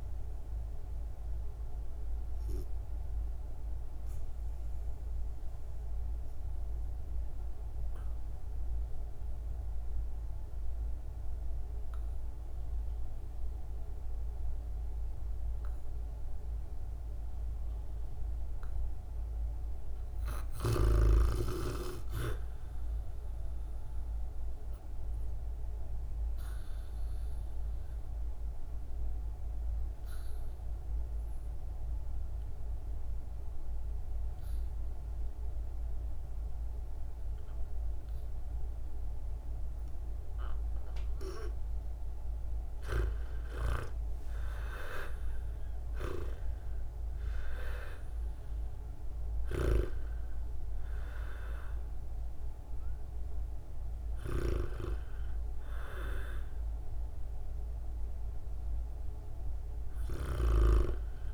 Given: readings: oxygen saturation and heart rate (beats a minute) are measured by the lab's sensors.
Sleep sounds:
breathing in sleep by a room microphone; 2
0.00-8.50 s: oxygen desaturation (device-marked, oxygen 75% lowest, heart rate 52 extreme)
7.00-19.50 s: obstructive apnea (oxygen 89% before, 80% lowest, heart rate 79 before, 55 extreme)
21.00-23.50 s: arousal
21.50-38.50 s: oxygen desaturation (device-marked, oxygen 98% before, 84% lowest, heart rate 63 before, 56 extreme)
25.00-42.50 s: obstructive apnea (oxygen 98% before, 80% lowest, heart rate 61 before, 57 extreme, up 19 after)
40.50-61.34 s: oxygen desaturation (device-marked, oxygen 94% before, 80% lowest, heart rate 57 before, 51 extreme)
44.00-48.00 s: arousal
From the record:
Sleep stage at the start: REM sleep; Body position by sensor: on the back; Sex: female

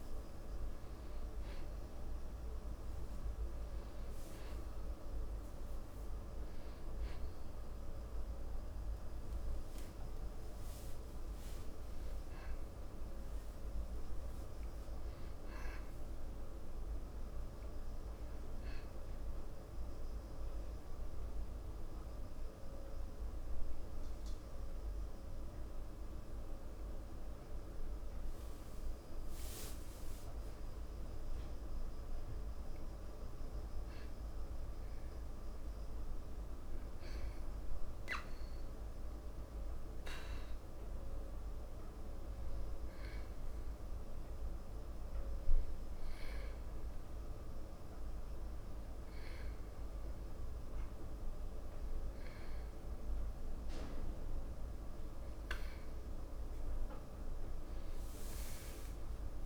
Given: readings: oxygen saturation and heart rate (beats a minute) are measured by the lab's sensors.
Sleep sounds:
breathing in sleep, hard to hear, by a room microphone; 1
0.00-10.50 s: oxygen desaturation (device-marked, oxygen 91% lowest, heart rate 55 extreme)
15.00-18.50 s: arousal
20.50-31.00 s: hypopnea (oxygen 94% before, 93% lowest, heart rate 90 before, 55 extreme, up 13 after)
48.50-59.46 s: new sleep stage, awake
From the record:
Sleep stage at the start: N2 (light sleep); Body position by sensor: on the back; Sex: male

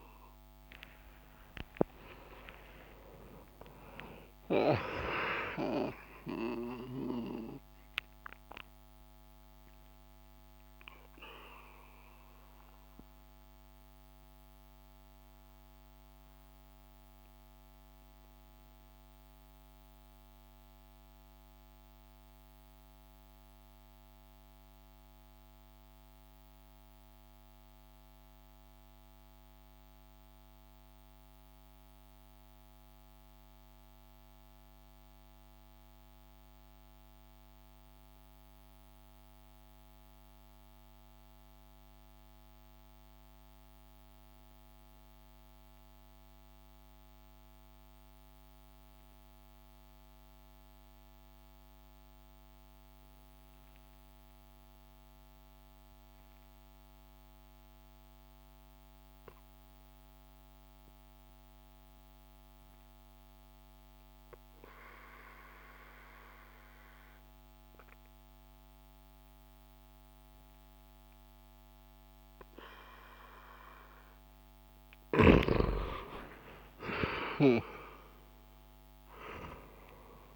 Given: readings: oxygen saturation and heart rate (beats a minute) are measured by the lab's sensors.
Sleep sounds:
breathing in sleep by a microphone on the trachea; 1
0.00-5.00 s: arousal
0.00-29.50 s: oxygen desaturation (device-marked, oxygen 87% lowest)
8.00-74.00 s: mixed apnea (oxygen 97% before, 87% lowest)
46.50-80.36 s: oxygen desaturation (device-marked, oxygen 99% before, 88% lowest)
75.00-80.36 s: arousal
From the record:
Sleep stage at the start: N2 (light sleep); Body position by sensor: on the back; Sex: male

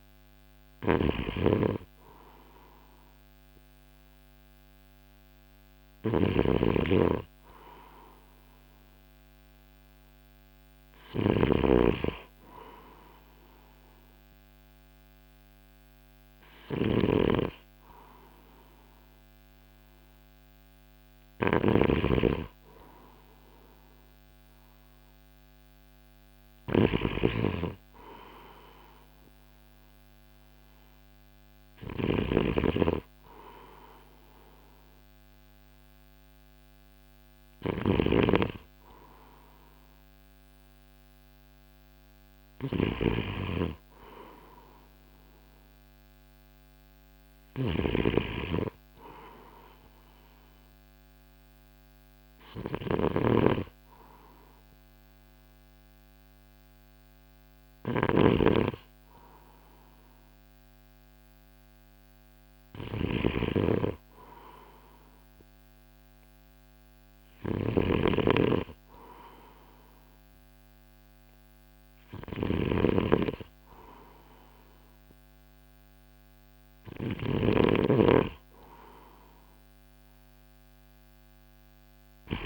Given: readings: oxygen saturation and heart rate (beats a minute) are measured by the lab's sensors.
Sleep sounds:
breathing in sleep by a microphone on the trachea; none
0.00-82.46 s: snoring (device-marked)
From the record:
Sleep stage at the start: N3 (deep sleep); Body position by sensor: on the right side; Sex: male

